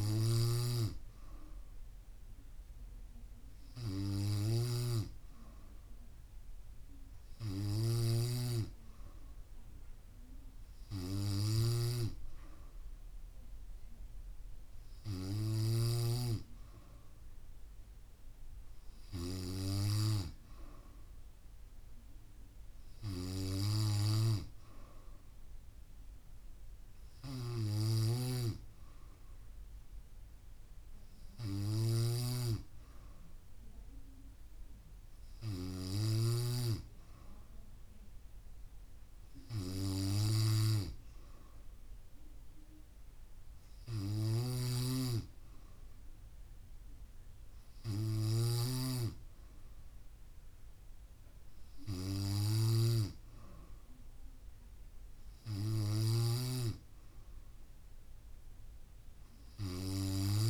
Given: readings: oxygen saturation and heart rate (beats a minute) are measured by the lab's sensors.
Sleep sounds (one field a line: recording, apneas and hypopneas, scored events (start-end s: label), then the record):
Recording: breathing in sleep by a room microphone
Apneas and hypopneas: none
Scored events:
0.00-16.00 s: snoring (device-marked)
28.00-36.50 s: snoring (device-marked)
44.50-56.50 s: snoring (device-marked)
49.00-52.00 s: bradycardia (device-marked, heart rate 68 before, 68 extreme)
From the record:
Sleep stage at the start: N3 (deep sleep)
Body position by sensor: on the back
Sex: female